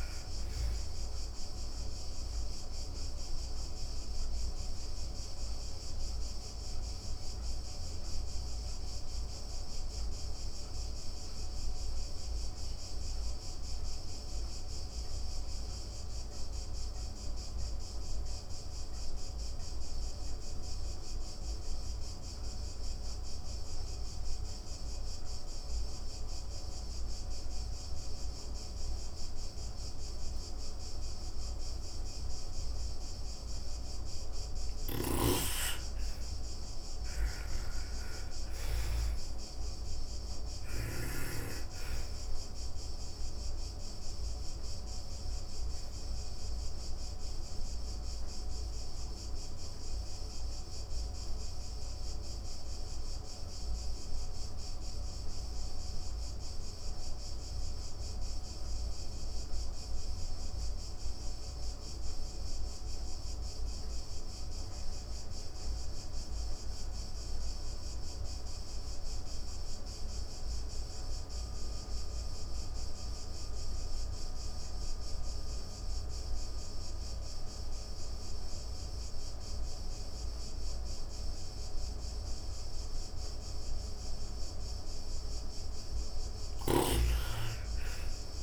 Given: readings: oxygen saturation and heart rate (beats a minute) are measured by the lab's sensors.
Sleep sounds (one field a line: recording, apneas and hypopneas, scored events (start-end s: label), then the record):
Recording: breathing in sleep, hard to hear, by a room microphone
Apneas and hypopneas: 2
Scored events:
0.00-16.00 s: oxygen desaturation (device-marked, oxygen 84% lowest, heart rate 97 extreme)
2.00-30.50 s: obstructive apnea (oxygen 97% before, 83% lowest, heart rate 152 before, 124 extreme, up 15 after)
29.00-65.00 s: oxygen desaturation (device-marked, oxygen 99% before, 83% lowest, heart rate 154 before, 104 extreme)
34.00-38.50 s: arousal
43.50-82.00 s: obstructive apnea (oxygen 99% before, 76% lowest, heart rate 151 before, 100 extreme, up 38 after)
74.00-88.43 s: oxygen desaturation (device-marked, oxygen 98% before, 76% lowest, heart rate 132 before, 76 extreme)
87.00-88.43 s: arousal
From the record:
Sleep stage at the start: N2 (light sleep)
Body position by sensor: on the back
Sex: female